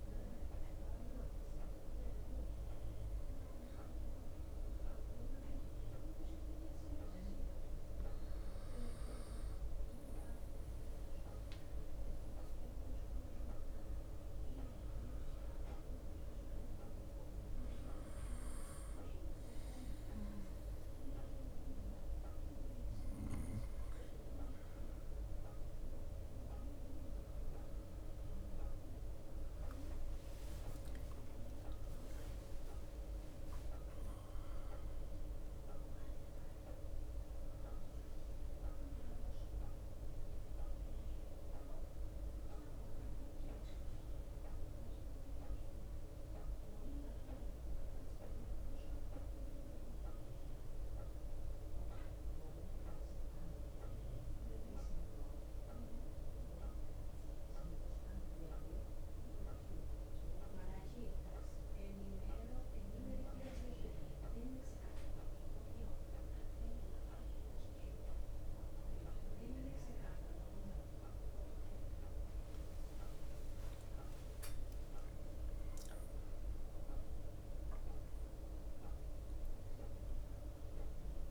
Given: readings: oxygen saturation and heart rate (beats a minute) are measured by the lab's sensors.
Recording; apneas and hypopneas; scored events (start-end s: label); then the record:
breathing in sleep, hard to hear, by a room microphone; 2
0.00-2.00 s: drop in pulse transit time (device-marked, heart rate 44 extreme)
0.00-10.00 s: bradycardia (device-marked, heart rate 44 extreme)
0.00-10.00 s: oxygen desaturation (device-marked, oxygen 90% lowest, heart rate 38 extreme)
10.50-13.50 s: arousal
13.00-33.00 s: bradycardia (device-marked, heart rate 61 before, 38 extreme)
14.00-16.00 s: long interval between heartbeats (device-marked, heart rate 55 before, 60 extreme)
16.00-28.50 s: obstructive apnea (oxygen 93% before, 91% lowest, heart rate 56 before, 38 extreme, up 16 after)
27.00-29.00 s: long interval between heartbeats (device-marked, heart rate 57 before, 58 extreme)
30.00-34.50 s: arousal
30.00-81.31 s: new sleep stage, N1 (lightest sleep)
31.00-43.00 s: drop in pulse transit time (device-marked, heart rate 56 before, 40 extreme)
36.00-43.00 s: bradycardia (device-marked, heart rate 61 before, 55 extreme)
37.50-39.50 s: long interval between heartbeats (device-marked, heart rate 52 before, 65 extreme)
52.00-59.00 s: bradycardia (device-marked, heart rate 61 before, 50 extreme)
53.00-55.00 s: long interval between heartbeats (device-marked, heart rate 57 before, 60 extreme)
55.00-71.50 s: hypopnea (oxygen 93% before, 92% lowest, heart rate 59 before, 45 extreme, up 6 after)
63.00-77.00 s: bradycardia (device-marked, heart rate 60 before, 45 extreme)
64.00-66.00 s: long interval between heartbeats (device-marked, heart rate 57 before, 61 extreme)
67.00-78.00 s: drop in pulse transit time (device-marked, heart rate 57 before, 45 extreme)
71.00-73.00 s: long interval between heartbeats (device-marked, heart rate 55 before, 51 extreme)
75.00-77.00 s: long interval between heartbeats (device-marked, heart rate 53 before, 52 extreme)
From the record:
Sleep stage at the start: N2 (light sleep); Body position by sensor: on the right side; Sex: male